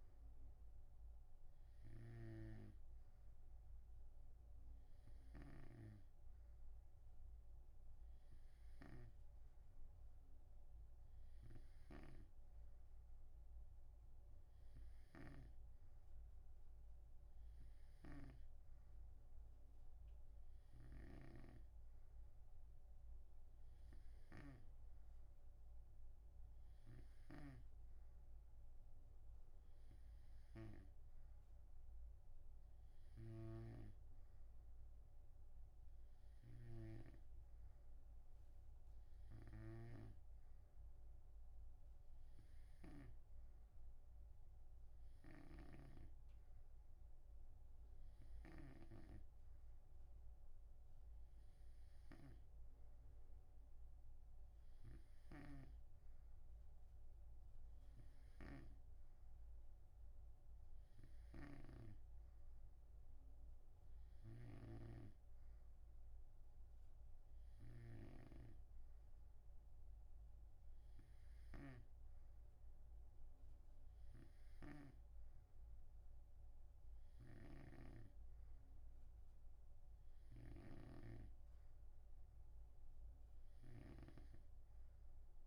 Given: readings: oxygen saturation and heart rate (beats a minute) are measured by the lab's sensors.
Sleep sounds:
breathing in sleep by a room microphone; none
2.00-16.00 s: snoring (device-marked)
18.00-43.50 s: snoring (device-marked)
45.50-49.00 s: snoring (device-marked)
55.50-75.50 s: snoring (device-marked)
77.50-85.47 s: snoring (device-marked)
From the record:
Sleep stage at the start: N2 (light sleep); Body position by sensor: on the right side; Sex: male

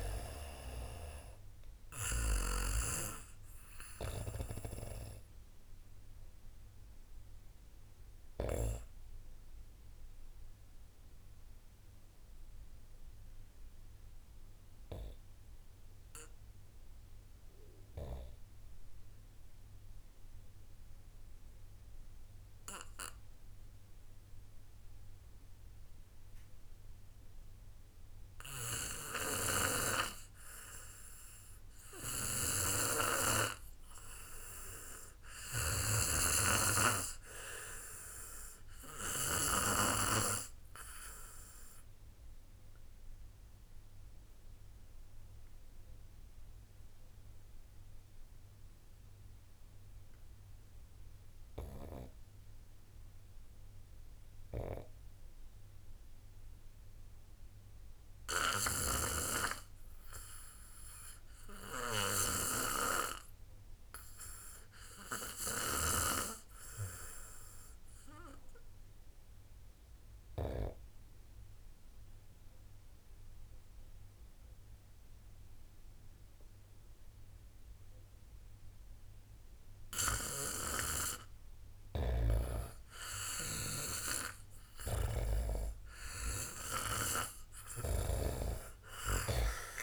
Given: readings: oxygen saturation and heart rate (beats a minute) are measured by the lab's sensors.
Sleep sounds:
breathing in sleep by a room microphone; 1
0.00-14.00 s: oxygen desaturation (device-marked, oxygen 83% lowest)
4.50-85.50 s: obstructive apnea (oxygen 91% before, 84% lowest)
34.00-59.00 s: oxygen desaturation (device-marked, oxygen 97% before, 90% lowest, heart rate 65 before, 29 extreme)
67.00-84.00 s: oxygen desaturation (device-marked, oxygen 94% before, 88% lowest)
81.50-89.83 s: snoring (device-marked)
From the record:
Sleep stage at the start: REM sleep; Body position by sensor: on the back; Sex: male

